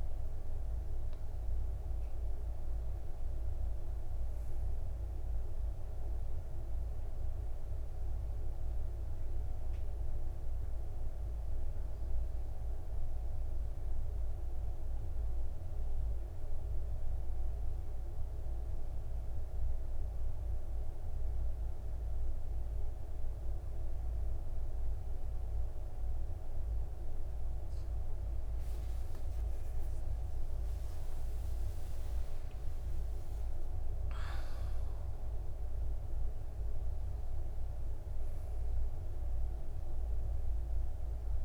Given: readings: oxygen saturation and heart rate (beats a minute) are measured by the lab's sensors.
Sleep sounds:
breathing in sleep, hard to hear, by a room microphone; 1
0.00-1.00 s: long interval between heartbeats (device-marked, heart rate 78 extreme)
0.00-2.00 s: arousal
0.00-20.50 s: oxygen desaturation (device-marked, oxygen 92% lowest, heart rate 51 extreme)
16.00-28.50 s: mixed apnea (oxygen 98% before, 92% lowest, heart rate 66 before, 54 extreme, up 24 after)
30.50-35.00 s: arousal
30.50-41.45 s: new sleep stage, N1 (lightest sleep)
34.50-41.45 s: oxygen desaturation (device-marked, oxygen 98% before, 92% lowest, heart rate 59 before, 56 extreme)
From the record:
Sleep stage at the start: N2 (light sleep); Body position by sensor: on the back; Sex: male

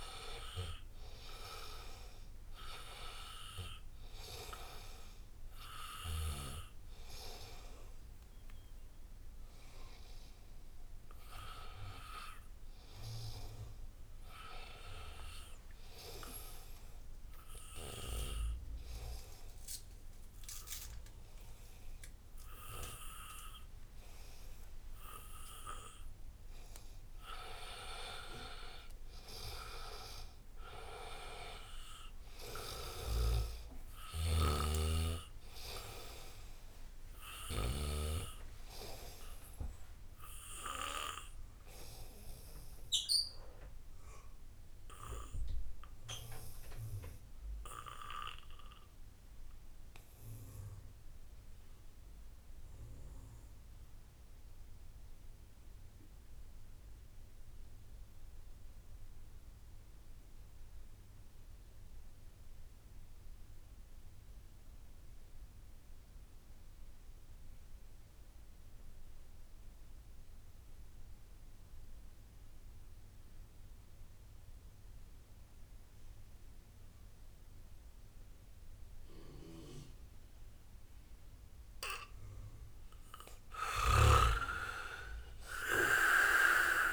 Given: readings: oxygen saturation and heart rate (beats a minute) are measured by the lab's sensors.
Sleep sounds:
breathing in sleep by a room microphone; 2
0.00-15.00 s: oxygen desaturation (device-marked, oxygen 88% lowest, heart rate 77 extreme)
16.50-28.50 s: mixed apnea (oxygen 97% before, 71% lowest, heart rate 80 before, 77 extreme, up 3 after)
29.50-33.00 s: arousal
30.00-45.00 s: oxygen desaturation (device-marked, oxygen 95% before, 88% lowest, heart rate 79 before, 72 extreme)
33.50-37.50 s: snoring (device-marked)
43.50-81.50 s: obstructive apnea (oxygen 96% before, 66% lowest, heart rate 78 before, 60 extreme, up 17 after)
56.00-86.93 s: oxygen desaturation (device-marked, oxygen 95% before, 66% lowest, heart rate 78 before, 60 extreme)
83.50-86.93 s: arousal
From the record:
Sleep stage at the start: N2 (light sleep); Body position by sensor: on the back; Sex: male

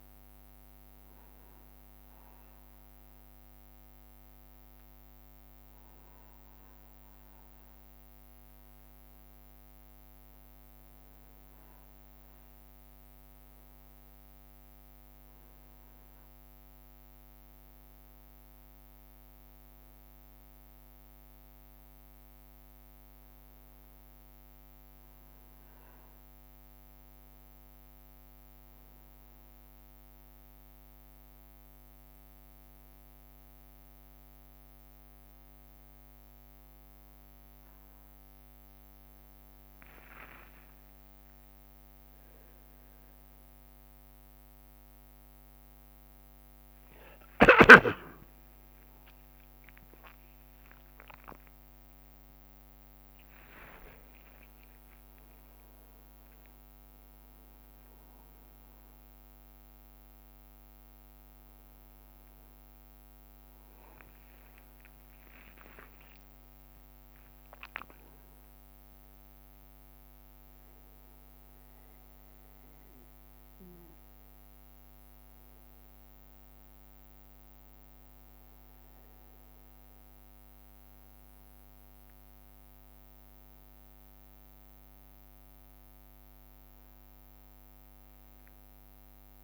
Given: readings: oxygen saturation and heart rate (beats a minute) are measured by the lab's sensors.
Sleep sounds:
a person awake in a sleep study, by a microphone on the trachea; none
1.00-10.00 s: leg movement (device-marked)
19.50-32.50 s: drop in pulse transit time (device-marked, heart rate 66 before, 66 extreme)
33.00-43.00 s: leg movement (device-marked)
43.50-57.50 s: drop in pulse transit time (device-marked, heart rate 66 before, 67 extreme)
47.50-52.00 s: leg movement (device-marked)
49.50-56.50 s: tachycardia (device-marked, heart rate 71 before, 159 extreme)
52.50-54.50 s: long interval between heartbeats (device-marked, heart rate 69 before, 122 extreme)
54.00-57.00 s: leg movement (device-marked)
54.50-56.50 s: long interval between heartbeats (device-marked, heart rate 75 before, 152 extreme)
64.50-66.50 s: long interval between heartbeats (device-marked, heart rate 95 before, 78 extreme)
64.50-68.00 s: leg movement (device-marked)
85.50-89.44 s: new sleep stage, N1 (lightest sleep)
From the record:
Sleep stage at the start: awake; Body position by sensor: on the back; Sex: male

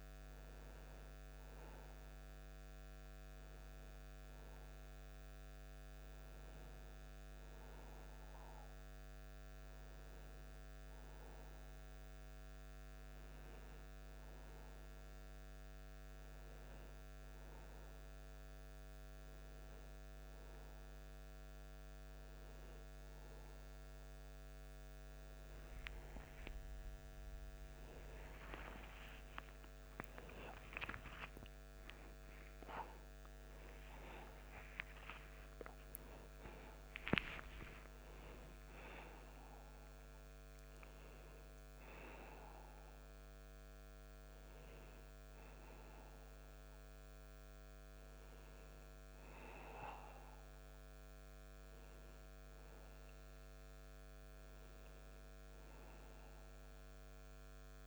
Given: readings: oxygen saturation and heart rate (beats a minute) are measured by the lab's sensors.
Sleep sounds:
a person awake in a sleep study, by a microphone on the trachea; none
33.50-57.87 s: new sleep stage, N1 (lightest sleep)
From the record:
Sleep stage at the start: awake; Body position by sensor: on the back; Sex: male

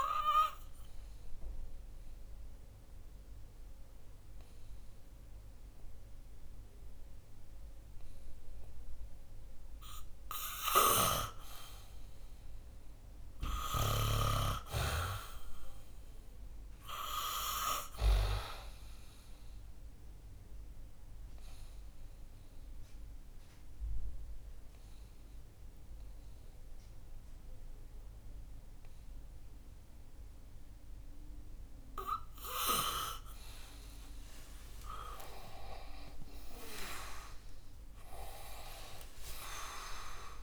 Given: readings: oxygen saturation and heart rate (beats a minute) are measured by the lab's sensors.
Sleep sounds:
breathing in sleep by a room microphone; 2
0.00-3.00 s: oxygen desaturation (device-marked, oxygen 89% lowest, heart rate 63 extreme)
0.50-11.50 s: obstructive apnea (oxygen 95% before, 88% lowest, heart rate 64 before, 64 extreme, up 6 after)
13.00-17.00 s: arousal
17.00-40.00 s: oxygen desaturation (device-marked, oxygen 97% before, 88% lowest, heart rate 67 before, 63 extreme)
22.00-32.50 s: obstructive apnea (oxygen 97% before, 88% lowest, heart rate 68 before, 63 extreme, up 12 after)
34.50-39.50 s: arousal
From the record:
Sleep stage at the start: N2 (light sleep); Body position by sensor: on the back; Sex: male

